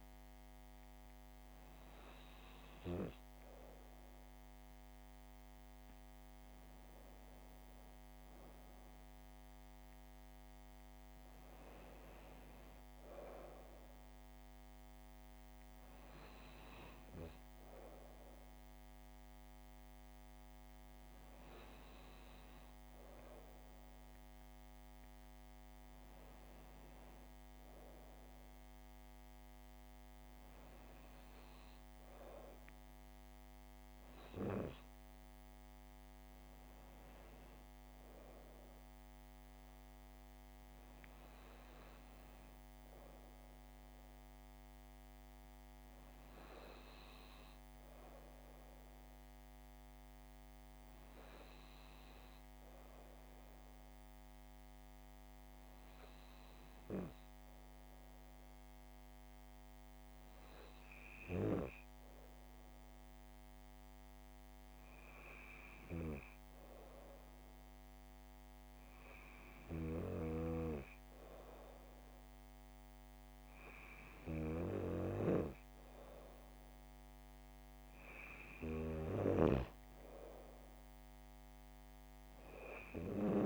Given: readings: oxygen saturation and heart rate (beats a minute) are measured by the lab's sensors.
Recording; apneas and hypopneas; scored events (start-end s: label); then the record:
breathing in sleep by a microphone on the trachea; none
26.00-30.00 s: arousal
From the record:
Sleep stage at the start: N2 (light sleep); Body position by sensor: on the back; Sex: female